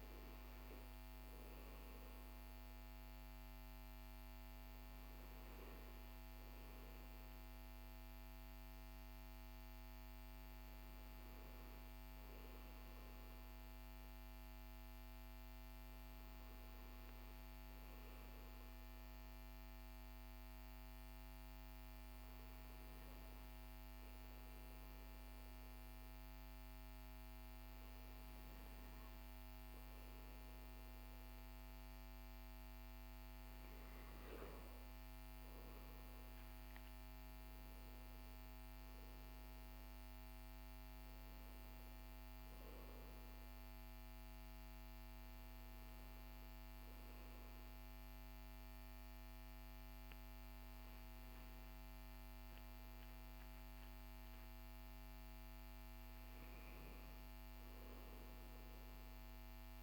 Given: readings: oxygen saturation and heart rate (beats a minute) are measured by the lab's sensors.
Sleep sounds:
breathing in sleep, hard to hear, by a microphone on the trachea; none
9.50-59.82 s: new sleep stage, N2 (light sleep)
From the record:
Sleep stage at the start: N1 (lightest sleep); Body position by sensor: on the back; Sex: male

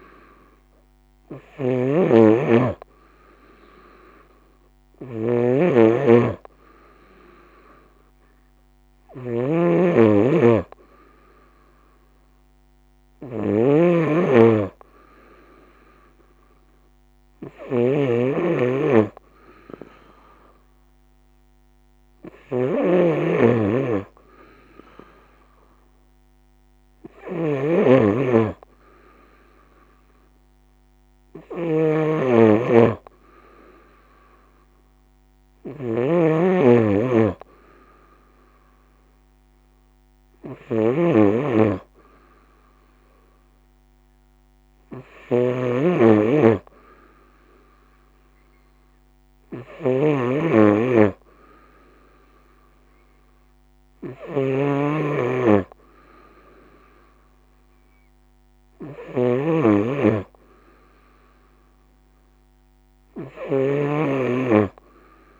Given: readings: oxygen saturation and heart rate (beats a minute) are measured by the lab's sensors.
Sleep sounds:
breathing in sleep by a microphone on the trachea; none
0.00-65.39 s: snoring (device-marked)
From the record:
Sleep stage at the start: N2 (light sleep); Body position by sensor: on the right side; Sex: female

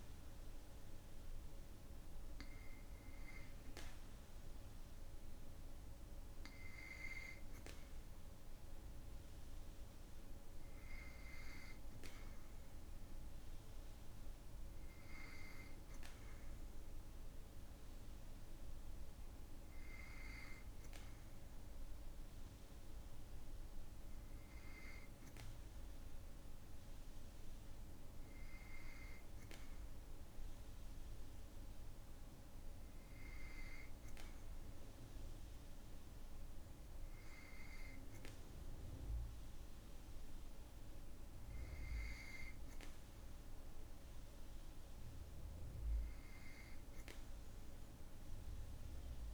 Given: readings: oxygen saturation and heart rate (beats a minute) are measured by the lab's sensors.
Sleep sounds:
breathing in sleep by a room microphone; none
none scored
From the record:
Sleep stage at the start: N2 (light sleep); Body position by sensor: on the back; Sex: male

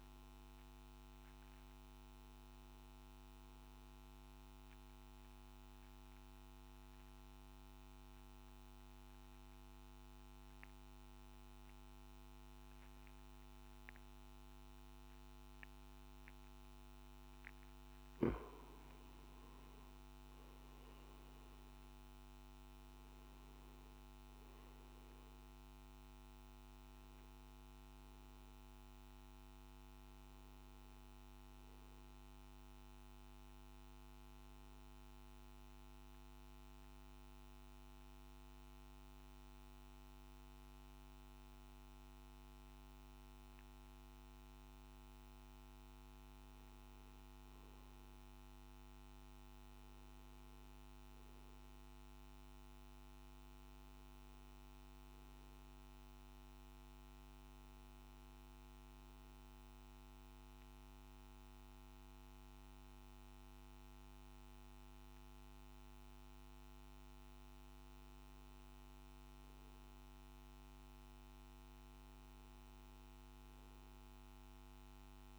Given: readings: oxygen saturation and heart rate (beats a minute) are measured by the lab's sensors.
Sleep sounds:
breathing in sleep, hard to hear, by a microphone on the trachea; 2
5.00-18.00 s: central apnea (oxygen 99% before, 93% lowest, heart rate 74 before, 52 extreme, up 7 after)
24.00-47.00 s: oxygen desaturation (device-marked, oxygen 99% before, 93% lowest, heart rate 54 before, 51 extreme)
35.00-47.50 s: mixed apnea (oxygen 99% before, 93% lowest, heart rate 55 before, 51 extreme, up 8 after)
From the record:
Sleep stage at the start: N3 (deep sleep); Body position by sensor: on the back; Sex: male

